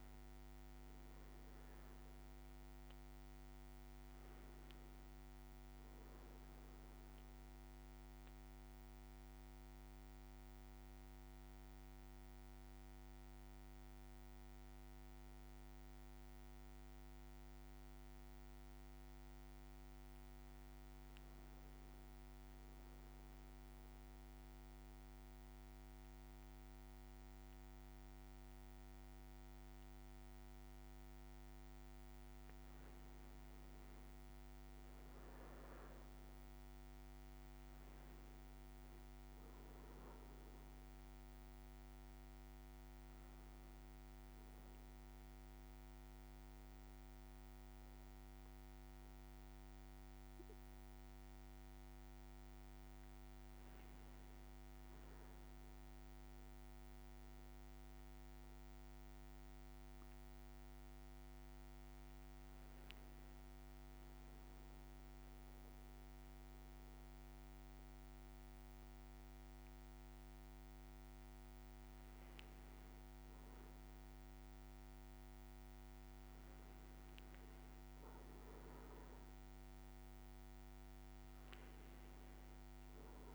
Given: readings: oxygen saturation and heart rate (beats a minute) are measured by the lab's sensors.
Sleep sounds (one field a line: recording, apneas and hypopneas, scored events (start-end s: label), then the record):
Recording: breathing in sleep, hard to hear, by a microphone on the trachea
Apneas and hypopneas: 1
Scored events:
2.00-83.35 s: new sleep stage, N2 (light sleep)
8.00-21.50 s: central apnea (oxygen 99% before, 96% lowest, heart rate 58 before, 55 extreme, up 2 after)
25.50-29.00 s: arousal
32.50-35.00 s: leg movement (device-marked)
From the record:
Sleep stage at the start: N1 (lightest sleep)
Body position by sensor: on the back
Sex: male